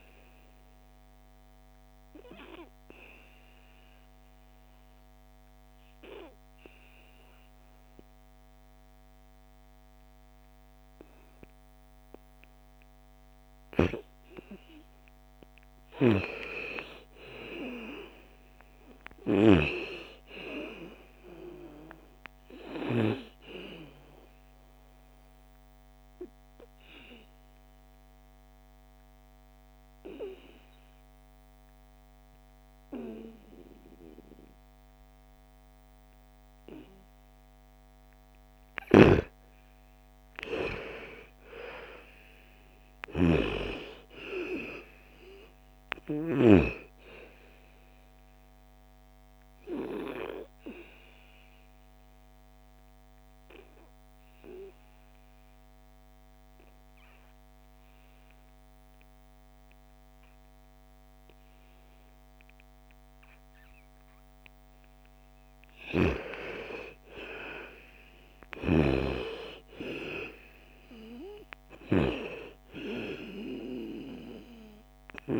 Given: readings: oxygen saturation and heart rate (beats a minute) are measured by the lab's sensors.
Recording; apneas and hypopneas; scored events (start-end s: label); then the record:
breathing in sleep by a microphone on the trachea; 3
0.00-13.00 s: oxygen desaturation (device-marked, oxygen 83% lowest, heart rate 55 extreme)
1.50-15.50 s: obstructive apnea (oxygen 99% before, 83% lowest, heart rate 60 before, 55 extreme, up 13 after)
17.00-20.00 s: arousal
20.00-35.00 s: oxygen desaturation (device-marked, oxygen 99% before, 92% lowest, heart rate 59 before, 54 extreme)
25.00-39.00 s: obstructive apnea (oxygen 99% before, 87% lowest, heart rate 60 before, 54 extreme, up 14 after)
38.50-43.50 s: snoring (device-marked)
41.50-45.50 s: arousal
43.00-59.00 s: oxygen desaturation (device-marked, oxygen 98% before, 87% lowest, heart rate 58 before, 54 extreme)
50.00-64.50 s: obstructive apnea (oxygen 98% before, 84% lowest, heart rate 60 before, 54 extreme, up 12 after)
66.50-70.50 s: arousal
67.00-75.40 s: oxygen desaturation (device-marked, oxygen 98% before, 88% lowest, heart rate 59 before, 54 extreme)
From the record:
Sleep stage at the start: N2 (light sleep); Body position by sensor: on the back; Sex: female